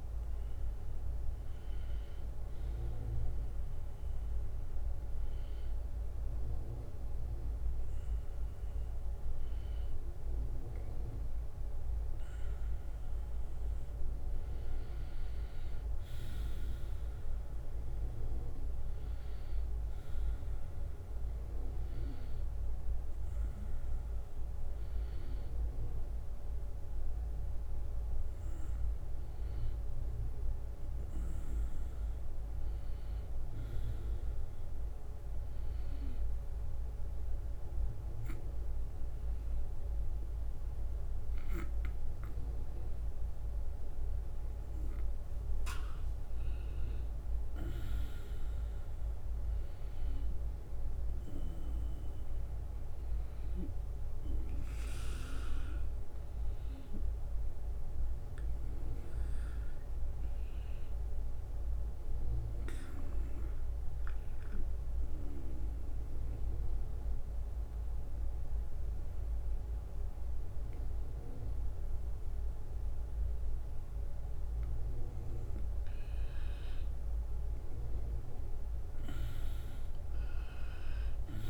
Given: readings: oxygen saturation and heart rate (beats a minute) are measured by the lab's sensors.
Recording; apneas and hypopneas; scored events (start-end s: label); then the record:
a person partly awake in a sleep study, hard to hear, by a room microphone; 2
2.50-4.50 s: long interval between heartbeats (device-marked, heart rate 71 before, 92 extreme)
5.00-7.00 s: long interval between heartbeats (device-marked, heart rate 72 before, 89 extreme)
16.00-46.00 s: new sleep stage, N1 (lightest sleep)
36.50-46.50 s: hypopnea (oxygen 97% before, 93% lowest, heart rate 81 before, 80 extreme, up 4 after)
46.00-81.50 s: new sleep stage, N2 (light sleep)
49.00-53.50 s: arousal
63.00-75.00 s: obstructive apnea (oxygen 96% before, 93% lowest, heart rate 83 before, 81 extreme, up 6 after)
79.00-81.50 s: arousal
From the record:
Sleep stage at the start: awake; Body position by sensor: on the right side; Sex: male